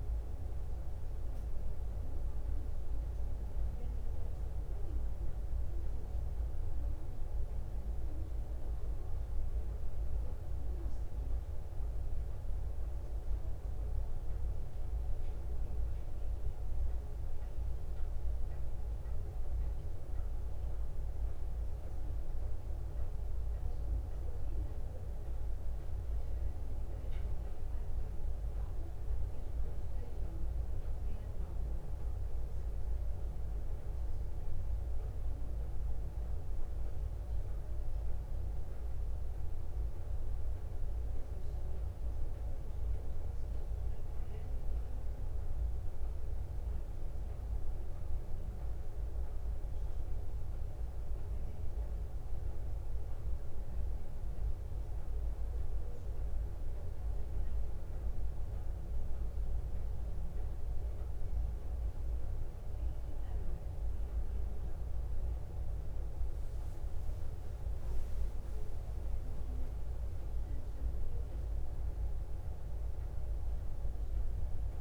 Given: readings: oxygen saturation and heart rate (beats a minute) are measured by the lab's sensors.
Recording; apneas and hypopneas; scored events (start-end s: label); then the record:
breathing in sleep, hard to hear, by a room microphone; none
none scored
From the record:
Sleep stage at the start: N2 (light sleep); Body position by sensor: on the back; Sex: female